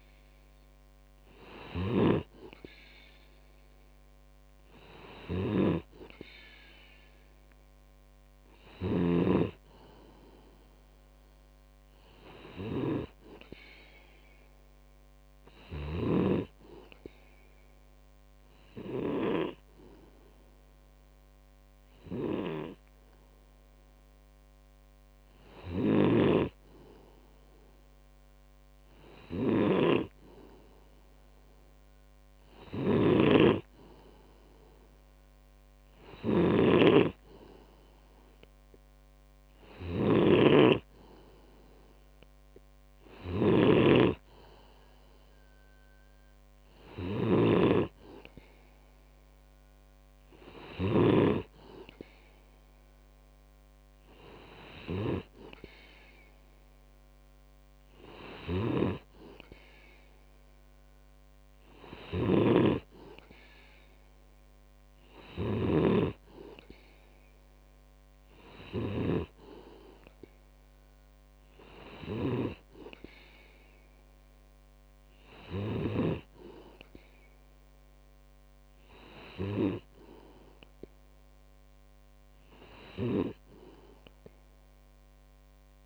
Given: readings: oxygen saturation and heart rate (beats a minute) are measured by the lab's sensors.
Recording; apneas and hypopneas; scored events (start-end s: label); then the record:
breathing in sleep by a microphone on the trachea; none
0.00-9.50 s: snoring (device-marked)
25.50-51.50 s: snoring (device-marked)
58.50-66.00 s: snoring (device-marked)
72.00-76.00 s: snoring (device-marked)
From the record:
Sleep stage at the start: N2 (light sleep); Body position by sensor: on the back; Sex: male